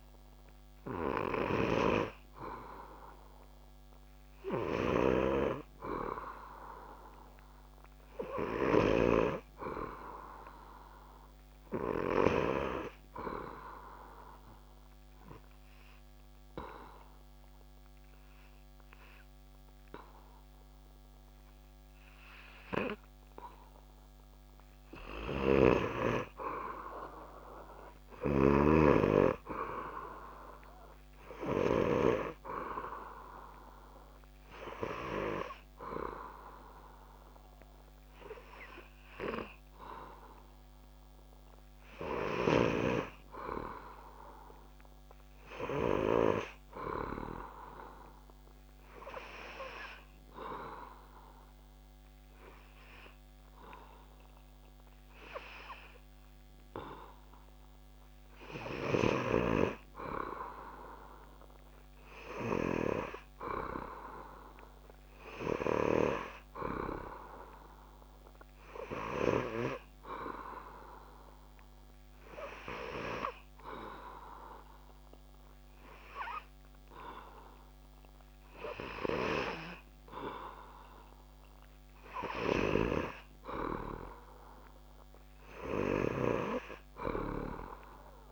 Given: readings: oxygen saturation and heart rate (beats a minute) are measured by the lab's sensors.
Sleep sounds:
breathing in sleep by a microphone on the trachea; 2
13.00-24.50 s: obstructive apnea (oxygen 99% before, 96% lowest)
28.00-31.00 s: arousal
48.00-58.50 s: obstructive apnea (oxygen 99% before, 96% lowest)
59.50-62.00 s: arousal
From the record:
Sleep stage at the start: N2 (light sleep); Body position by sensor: on the back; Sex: male

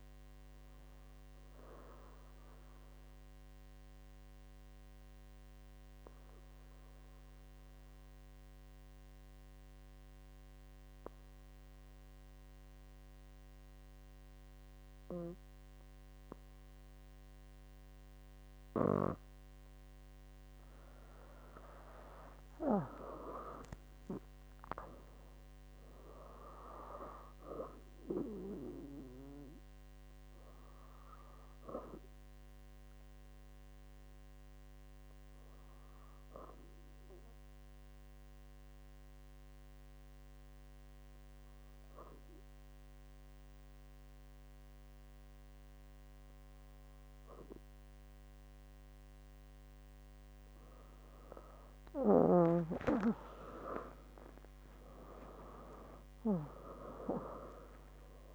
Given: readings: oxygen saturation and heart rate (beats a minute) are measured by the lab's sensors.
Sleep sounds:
breathing in sleep by a microphone on the trachea; 2
3.00-19.00 s: obstructive apnea (oxygen 99% before, 93% lowest, heart rate 71 before, 58 extreme, up 11 after)
21.50-25.50 s: arousal
25.00-53.00 s: oxygen desaturation (device-marked, oxygen 99% before, 93% lowest, heart rate 62 before, 61 extreme)
34.50-50.50 s: obstructive apnea (oxygen 99% before, 93% lowest, heart rate 66 before, 61 extreme, up 48 after)
53.00-57.00 s: arousal
From the record:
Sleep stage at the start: N2 (light sleep); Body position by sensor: on the back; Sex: female

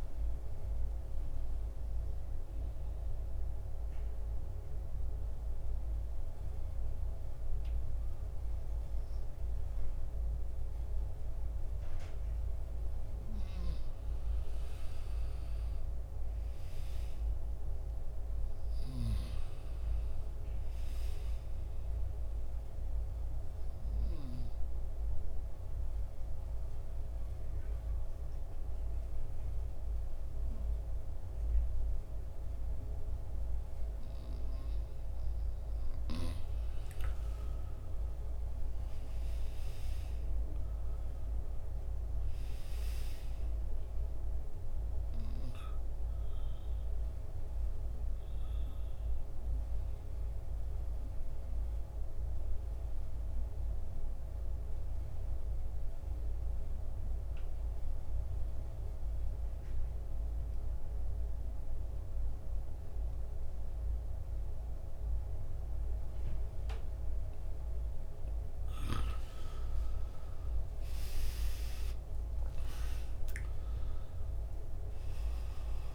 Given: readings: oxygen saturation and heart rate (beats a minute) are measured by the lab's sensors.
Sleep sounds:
breathing in sleep, hard to hear, by a room microphone; 3
2.00-13.00 s: obstructive apnea (oxygen 90% before, 86% lowest, heart rate 77 before, 71 extreme, up 8 after)
16.00-20.00 s: arousal
24.50-35.00 s: obstructive apnea (oxygen 92% before, 84% lowest, heart rate 74 before, 70 extreme, up 8 after)
31.00-41.00 s: oxygen desaturation (device-marked, oxygen 91% before, 87% lowest, heart rate 76 before, 70 extreme)
37.00-41.00 s: arousal
45.50-66.50 s: obstructive apnea (oxygen 92% before, 83% lowest, heart rate 77 before, 70 extreme, up 11 after)
54.00-64.00 s: oxygen desaturation (device-marked, oxygen 92% before, 86% lowest, heart rate 78 before, 70 extreme)
68.50-72.50 s: arousal
From the record:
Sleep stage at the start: N2 (light sleep); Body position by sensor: on the back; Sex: male

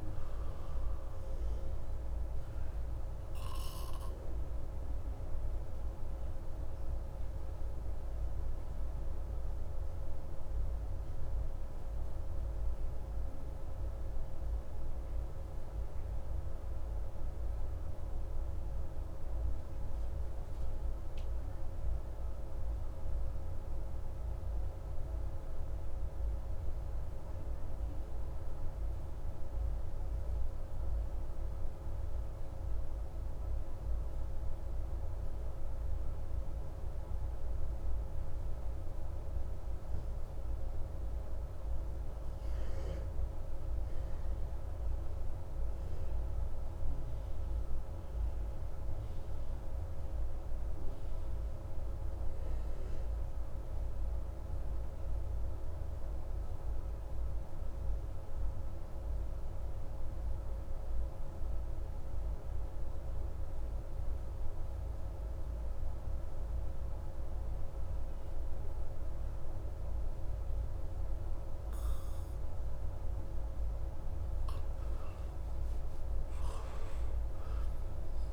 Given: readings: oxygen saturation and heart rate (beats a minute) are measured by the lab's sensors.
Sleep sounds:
breathing in sleep, hard to hear, by a room microphone; 1
0.00-17.00 s: oxygen desaturation (device-marked, oxygen 86% lowest)
2.50-73.50 s: obstructive apnea (oxygen 94% before, 85% lowest)
48.00-78.33 s: oxygen desaturation (device-marked, oxygen 97% before, 85% lowest)
76.50-78.33 s: arousal
From the record:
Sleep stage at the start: N2 (light sleep); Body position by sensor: on the back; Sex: male

